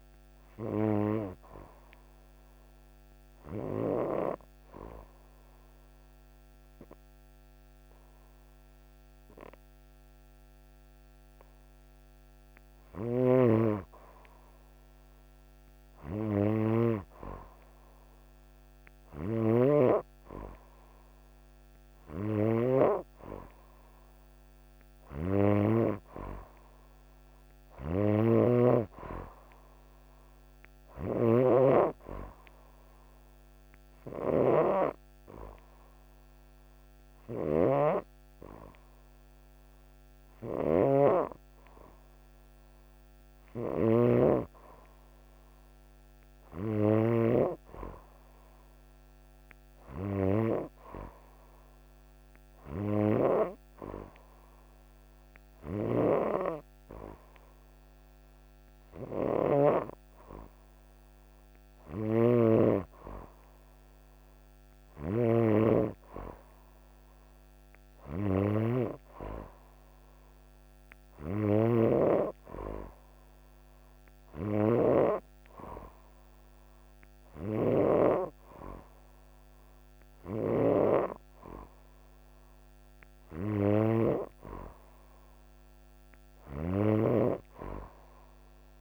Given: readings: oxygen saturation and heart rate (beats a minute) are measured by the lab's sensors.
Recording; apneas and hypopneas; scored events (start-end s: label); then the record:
breathing in sleep by a microphone on the trachea; 2
3.00-13.00 s: obstructive apnea (oxygen 94% before, 91% lowest)
12.50-31.00 s: snoring (device-marked)
14.50-19.00 s: arousal
32.50-43.50 s: hypopnea (oxygen 95% before, 91% lowest)
37.00-47.00 s: snoring (device-marked)
39.50-58.50 s: oxygen desaturation (device-marked, oxygen 95% before, 91% lowest)
48.50-52.00 s: arousal
61.50-80.50 s: snoring (device-marked)
From the record:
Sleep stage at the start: N2 (light sleep); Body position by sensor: on the right side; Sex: female